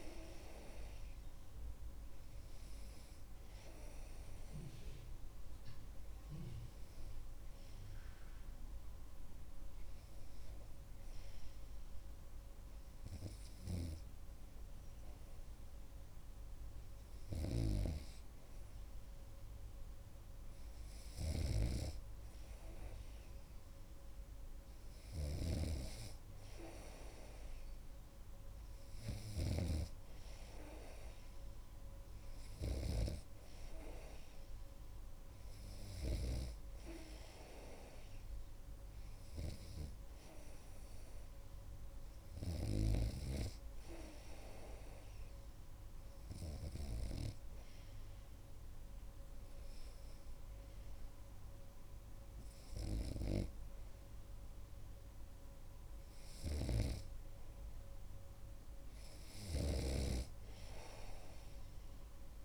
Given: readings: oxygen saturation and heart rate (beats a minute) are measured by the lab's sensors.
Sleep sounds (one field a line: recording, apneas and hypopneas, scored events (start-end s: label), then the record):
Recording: breathing in sleep by a room microphone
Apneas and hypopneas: 2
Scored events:
4.50-18.00 s: hypopnea (oxygen 98% before, 96% lowest)
17.50-36.50 s: snoring (device-marked)
20.50-24.50 s: arousal
41.50-56.50 s: hypopnea (oxygen 98% before, 96% lowest)
56.50-62.45 s: snoring (device-marked)
57.00-61.00 s: arousal
From the record:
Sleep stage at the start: N2 (light sleep)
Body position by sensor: on the right side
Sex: male